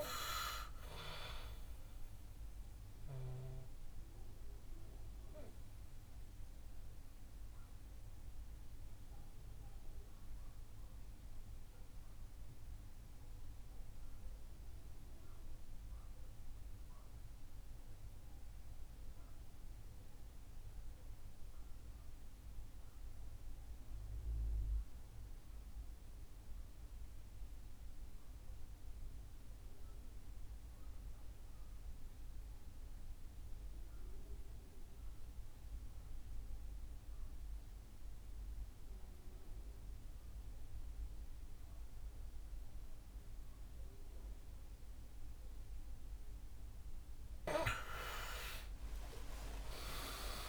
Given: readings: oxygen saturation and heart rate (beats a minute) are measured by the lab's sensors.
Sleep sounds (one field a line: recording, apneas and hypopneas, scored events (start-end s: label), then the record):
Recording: breathing in sleep by a room microphone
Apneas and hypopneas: 1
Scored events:
2.50-43.00 s: mixed apnea (oxygen 99% before, 88% lowest, heart rate 65 before, 57 extreme, up 11 after)
7.00-20.00 s: oxygen desaturation (device-marked, oxygen 96% before, 93% lowest, heart rate 66 before, 58 extreme)
47.00-50.49 s: arousal
From the record:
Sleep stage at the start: REM sleep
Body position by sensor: on the back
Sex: male